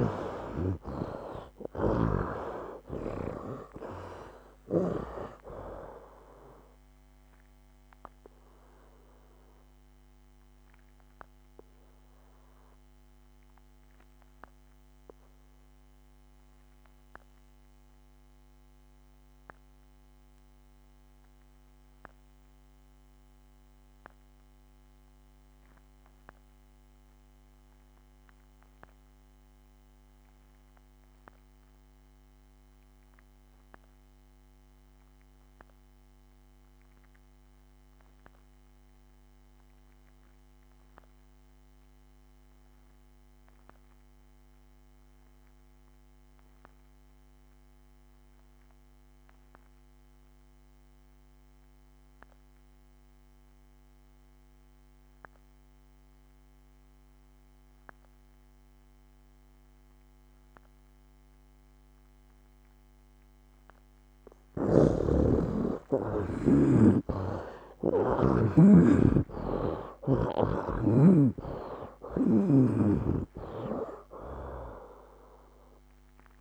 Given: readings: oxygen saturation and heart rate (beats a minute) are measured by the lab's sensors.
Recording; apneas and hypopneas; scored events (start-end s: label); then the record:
breathing in sleep by a microphone on the trachea; 1
0.00-2.50 s: arousal
0.00-3.00 s: snoring (device-marked)
0.00-24.00 s: oxygen desaturation (device-marked, oxygen 53% lowest, heart rate 65 extreme)
7.50-63.00 s: obstructive apnea (oxygen 76% before, 46% lowest, heart rate 78 before, 65 extreme, up 20 after)
29.00-76.41 s: oxygen desaturation (device-marked, oxygen 97% before, 46% lowest, heart rate 72 before, 65 extreme)
66.00-71.50 s: arousal
69.00-72.50 s: snoring (device-marked)
From the record:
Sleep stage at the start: REM sleep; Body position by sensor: on the right side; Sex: male